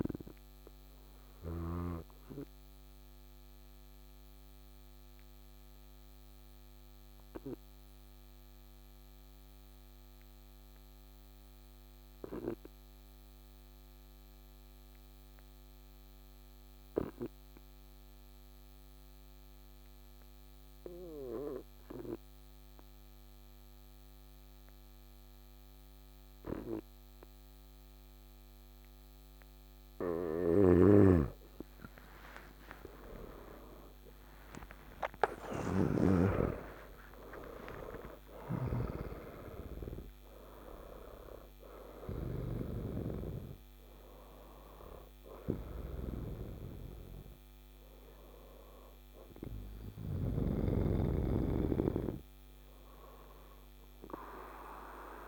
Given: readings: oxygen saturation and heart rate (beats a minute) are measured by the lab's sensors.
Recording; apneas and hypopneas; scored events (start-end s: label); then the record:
breathing in sleep by a microphone on the trachea; 1
2.50-28.00 s: obstructive apnea (oxygen 99% before, 95% lowest, heart rate 58 before, 54 extreme, up 19 after)
30.00-35.50 s: snoring (device-marked)
32.00-37.50 s: arousal
37.50-50.00 s: snoring (device-marked)
From the record:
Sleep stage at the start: N2 (light sleep); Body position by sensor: on the back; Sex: male